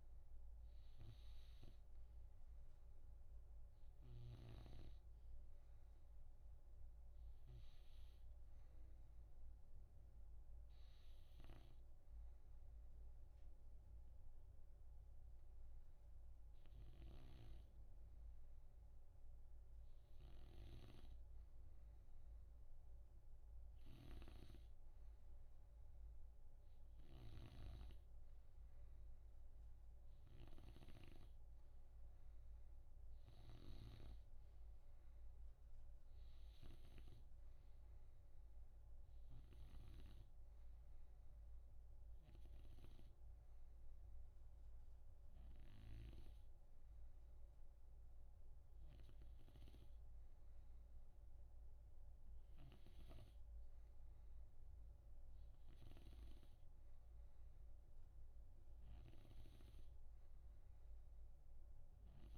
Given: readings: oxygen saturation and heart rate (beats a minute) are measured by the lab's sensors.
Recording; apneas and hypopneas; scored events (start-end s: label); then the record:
breathing in sleep by a room microphone; none
17.00-43.00 s: snoring (device-marked)
From the record:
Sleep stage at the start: N2 (light sleep); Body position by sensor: on the right side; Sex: male